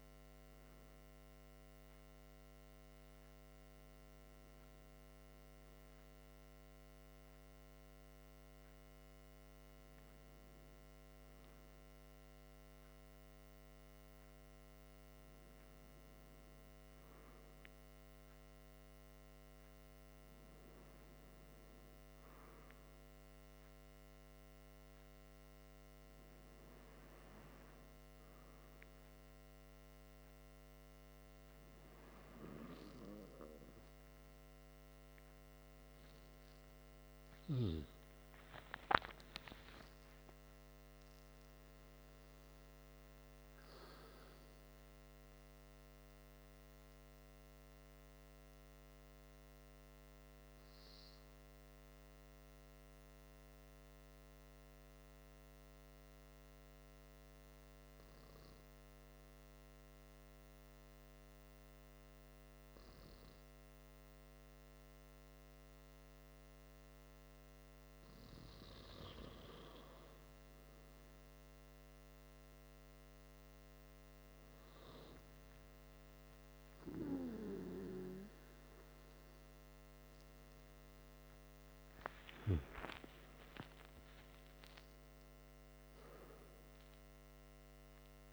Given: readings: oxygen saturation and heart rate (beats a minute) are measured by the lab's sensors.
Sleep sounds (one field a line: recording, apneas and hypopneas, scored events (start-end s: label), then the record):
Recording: breathing in sleep by a microphone on the trachea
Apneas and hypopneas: 1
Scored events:
38.00-43.50 s: arousal
47.50-72.00 s: hypopnea (oxygen 97% before, 94% lowest, heart rate 83 before, 54 extreme, up 8 after)
74.00-78.00 s: arousal
From the record:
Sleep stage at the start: N2 (light sleep)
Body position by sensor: on the back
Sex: male